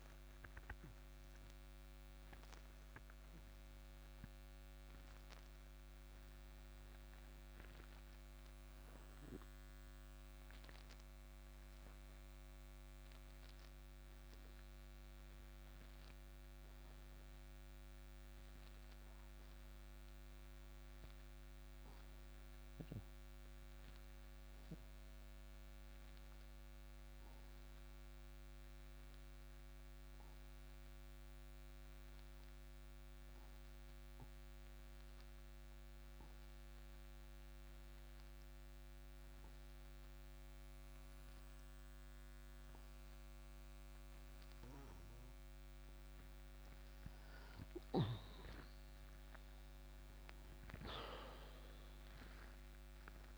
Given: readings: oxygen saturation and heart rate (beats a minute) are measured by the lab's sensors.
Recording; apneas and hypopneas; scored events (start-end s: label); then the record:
breathing in sleep, hard to hear, by a microphone on the trachea; 1
0.00-33.00 s: oxygen desaturation (device-marked, oxygen 84% lowest, heart rate 57 extreme)
19.00-46.00 s: obstructive apnea (oxygen 95% before, 83% lowest, heart rate 65 before, 57 extreme, up 8 after)
48.00-52.00 s: arousal
50.00-53.38 s: oxygen desaturation (device-marked, oxygen 96% before, 83% lowest, heart rate 59 before, 57 extreme)
From the record:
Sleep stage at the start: N2 (light sleep); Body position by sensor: on the right side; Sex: male